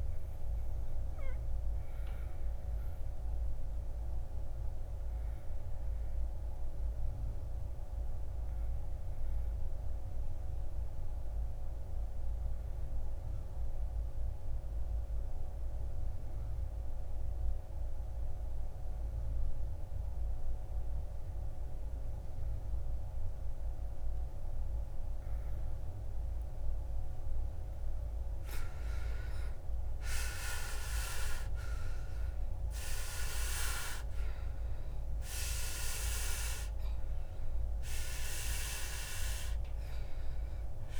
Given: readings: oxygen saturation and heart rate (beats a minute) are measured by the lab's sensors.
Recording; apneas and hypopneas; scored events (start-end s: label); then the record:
breathing in sleep by a room microphone; 1
0.00-1.50 s: arousal
3.00-26.50 s: obstructive apnea (oxygen 99% before, 74% lowest, heart rate 57 before, 53 extreme, up 12 after)
11.00-19.00 s: oxygen desaturation (device-marked, oxygen 99% before, 92% lowest, heart rate 56 before, 59 extreme)
24.00-41.00 s: oxygen desaturation (device-marked, oxygen 94% before, 74% lowest, heart rate 58 before, 53 extreme)
29.00-33.00 s: arousal
From the record:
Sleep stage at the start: N2 (light sleep); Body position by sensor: on the back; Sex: male